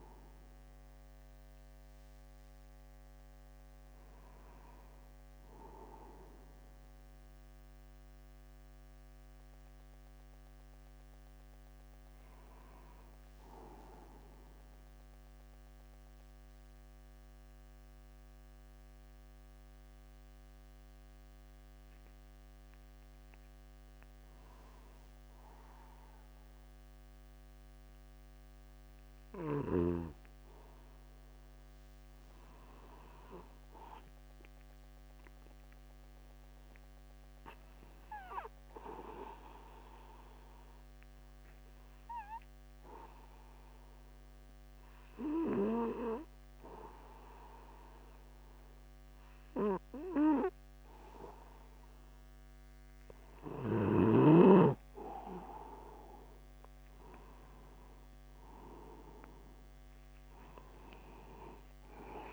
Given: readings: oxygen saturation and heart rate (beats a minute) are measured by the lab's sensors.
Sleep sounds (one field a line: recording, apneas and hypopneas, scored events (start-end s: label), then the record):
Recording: breathing in sleep by a microphone on the trachea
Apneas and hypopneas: 2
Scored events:
13.50-24.50 s: central apnea (oxygen 95% before, 93% lowest, heart rate 50 before, 49 extreme, up 0 after)
14.00-62.32 s: new sleep stage, N2 (light sleep)
27.00-30.50 s: arousal
35.50-52.50 s: obstructive apnea (oxygen 98% before, 94% lowest, heart rate 50 before, 49 extreme, up 11 after)
55.50-57.50 s: long interval between heartbeats (device-marked, heart rate 49 before, 59 extreme)
From the record:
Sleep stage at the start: N1 (lightest sleep)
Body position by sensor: upright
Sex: male